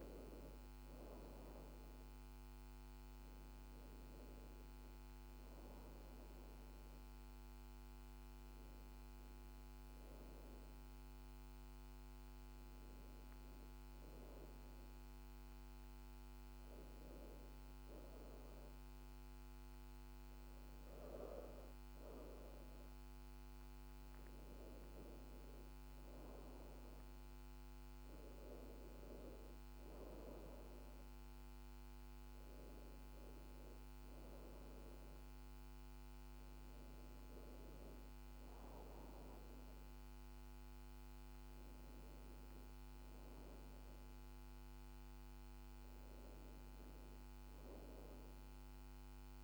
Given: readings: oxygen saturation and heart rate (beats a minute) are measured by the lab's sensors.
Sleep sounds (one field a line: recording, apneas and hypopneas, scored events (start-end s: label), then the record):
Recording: breathing in sleep, hard to hear, by a microphone on the trachea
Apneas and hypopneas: none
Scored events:
none scored
From the record:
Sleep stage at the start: N1 (lightest sleep)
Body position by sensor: on the back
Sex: female